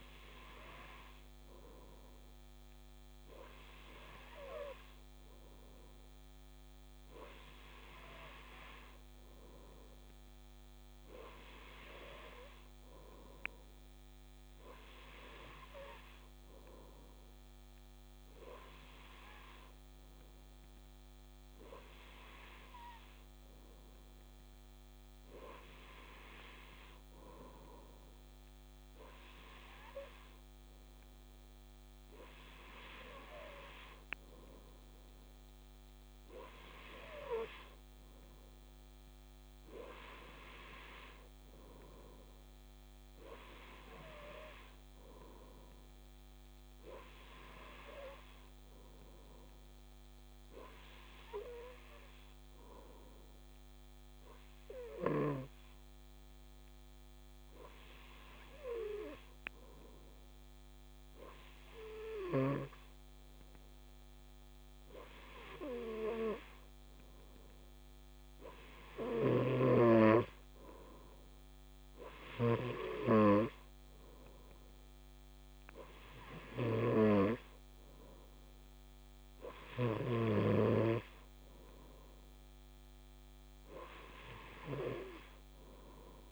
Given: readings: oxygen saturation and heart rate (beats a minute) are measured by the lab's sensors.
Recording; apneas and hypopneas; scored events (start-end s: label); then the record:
breathing in sleep by a microphone on the trachea; none
69.50-73.00 s: snoring (device-marked)
From the record:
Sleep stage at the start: N2 (light sleep); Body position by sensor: on the right side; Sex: male